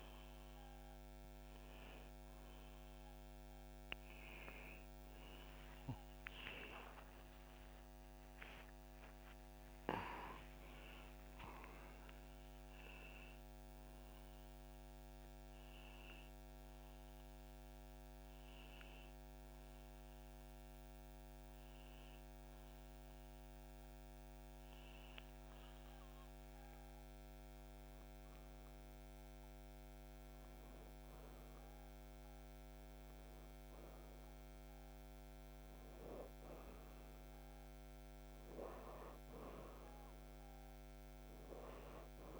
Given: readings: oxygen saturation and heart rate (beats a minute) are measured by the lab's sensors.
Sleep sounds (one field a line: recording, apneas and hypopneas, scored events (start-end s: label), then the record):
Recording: breathing in sleep by a microphone on the trachea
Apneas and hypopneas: none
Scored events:
6.50-11.00 s: arousal
From the record:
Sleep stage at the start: N2 (light sleep)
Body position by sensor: upright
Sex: male